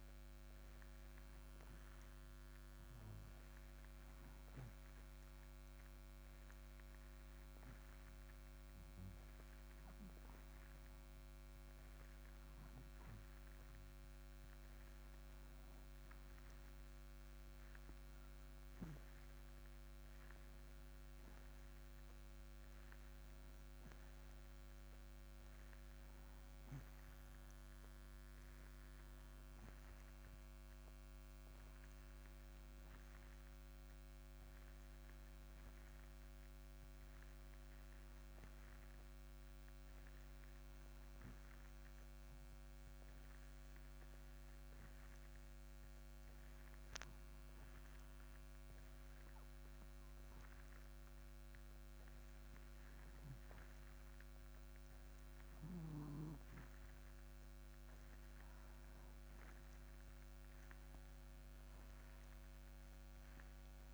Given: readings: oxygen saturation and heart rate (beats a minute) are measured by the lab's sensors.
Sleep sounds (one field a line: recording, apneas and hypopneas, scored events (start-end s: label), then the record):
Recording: breathing in sleep, hard to hear, by a microphone on the trachea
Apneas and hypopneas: 2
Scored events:
2.50-15.50 s: hypopnea (oxygen 95% before, 92% lowest, heart rate 104 before, 98 extreme)
16.50-20.00 s: arousal
33.50-57.00 s: hypopnea (oxygen 94% before, 90% lowest, heart rate 117 before, 78 extreme, up 26 after)
60.00-63.94 s: arousal
From the record:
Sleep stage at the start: N2 (light sleep)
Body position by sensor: on the back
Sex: male